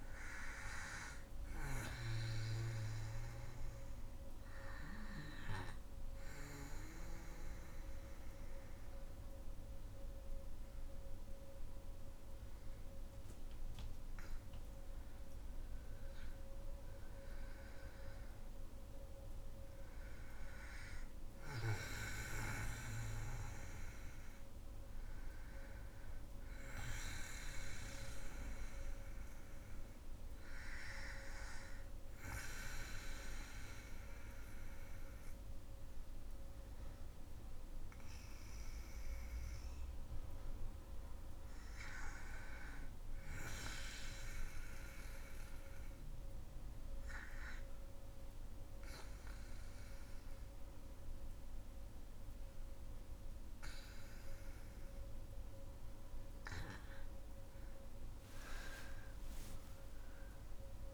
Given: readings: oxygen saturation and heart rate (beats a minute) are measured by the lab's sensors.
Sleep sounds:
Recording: breathing in sleep by a room microphone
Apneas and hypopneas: 2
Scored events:
0.00-12.50 s: oxygen desaturation (device-marked, oxygen 92% lowest, heart rate 51 extreme)
1.50-14.50 s: obstructive apnea (oxygen 98% before, 92% lowest, heart rate 64 before, 51 extreme, up 9 after)
16.50-20.50 s: arousal
44.50-56.50 s: obstructive apnea (oxygen 99% before, 91% lowest, heart rate 56 before, 48 extreme, up 17 after)
47.50-58.50 s: oxygen desaturation (device-marked, oxygen 98% before, 95% lowest, heart rate 56 before, 48 extreme)
57.50-60.94 s: arousal
From the record:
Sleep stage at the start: REM sleep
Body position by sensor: on the back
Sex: female

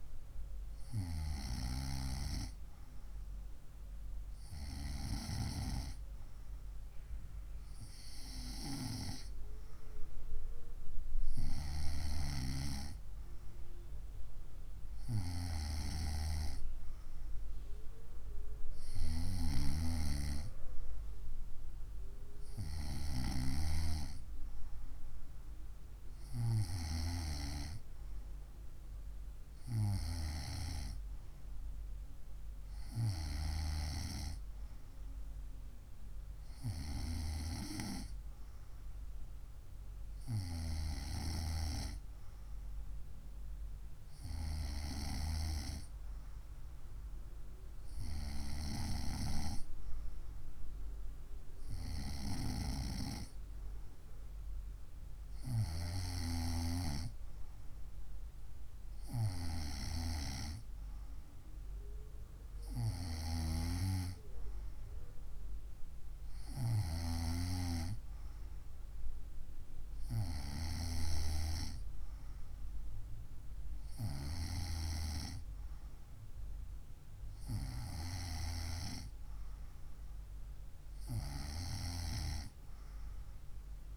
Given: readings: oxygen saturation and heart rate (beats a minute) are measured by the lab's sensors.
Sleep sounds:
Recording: breathing in sleep by a room microphone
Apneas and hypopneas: none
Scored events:
none scored
From the record:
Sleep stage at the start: N2 (light sleep)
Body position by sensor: on the right side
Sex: female

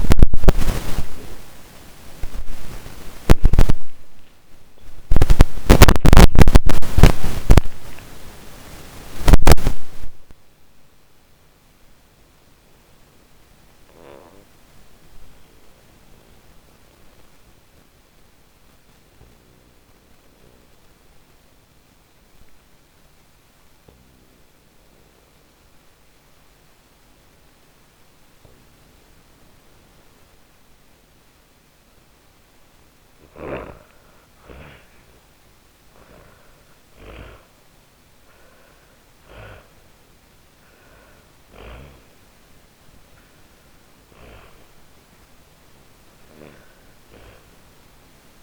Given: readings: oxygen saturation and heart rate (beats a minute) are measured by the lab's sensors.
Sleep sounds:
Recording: breathing in sleep by a microphone on the trachea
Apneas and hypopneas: 1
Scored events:
0.00-3.50 s: arousal
0.00-21.00 s: oxygen desaturation (device-marked, oxygen 90% lowest, heart rate 49 extreme)
8.00-30.50 s: hypopnea (oxygen 99% before, 89% lowest, heart rate 111 before, 49 extreme, up 24 after)
30.00-48.43 s: oxygen desaturation (device-marked, oxygen 99% before, 89% lowest, heart rate 60 before, 48 extreme)
32.00-37.00 s: arousal
From the record:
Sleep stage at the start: N1 (lightest sleep)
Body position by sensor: on the back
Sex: female

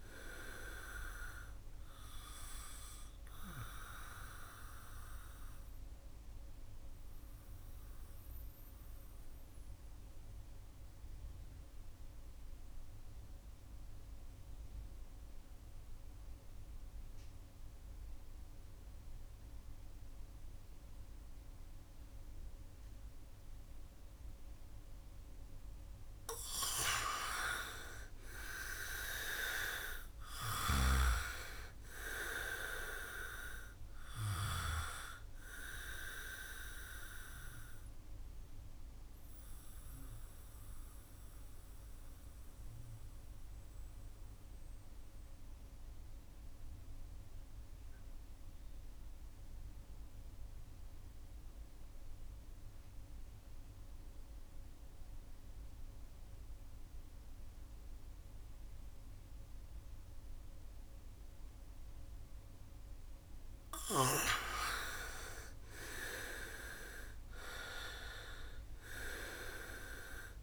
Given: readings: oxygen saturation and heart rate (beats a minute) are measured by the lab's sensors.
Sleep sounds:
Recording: breathing in sleep by a room microphone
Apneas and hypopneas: 2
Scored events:
1.00-16.00 s: oxygen desaturation (device-marked, oxygen 98% before, 84% lowest, heart rate 64 before, 62 extreme)
4.00-25.00 s: mixed apnea (oxygen 98% before, 80% lowest, heart rate 65 before, 60 extreme, up 5 after)
26.00-30.50 s: arousal
27.00-53.00 s: oxygen desaturation (device-marked, oxygen 97% before, 80% lowest, heart rate 64 before, 60 extreme)
37.50-62.50 s: mixed apnea (oxygen 97% before, 79% lowest, heart rate 67 before, 59 extreme, up 3 after)
63.00-70.43 s: oxygen desaturation (device-marked, oxygen 99% before, 79% lowest, heart rate 66 before, 59 extreme)
64.50-69.50 s: arousal
From the record:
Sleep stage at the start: N2 (light sleep)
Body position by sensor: on the back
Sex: male

